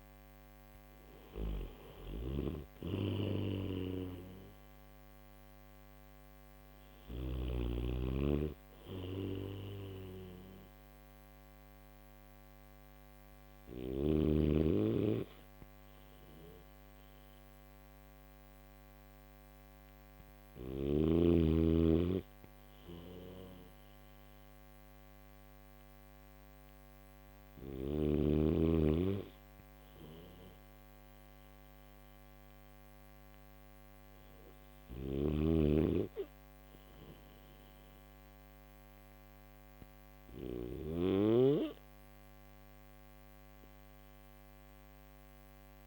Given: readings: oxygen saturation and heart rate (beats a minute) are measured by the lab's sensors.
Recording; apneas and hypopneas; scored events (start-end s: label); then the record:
breathing in sleep by a microphone on the trachea; none
0.00-7.00 s: snoring (device-marked)
34.00-40.00 s: snoring (device-marked)
From the record:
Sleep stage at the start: N3 (deep sleep); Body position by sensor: on the back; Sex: male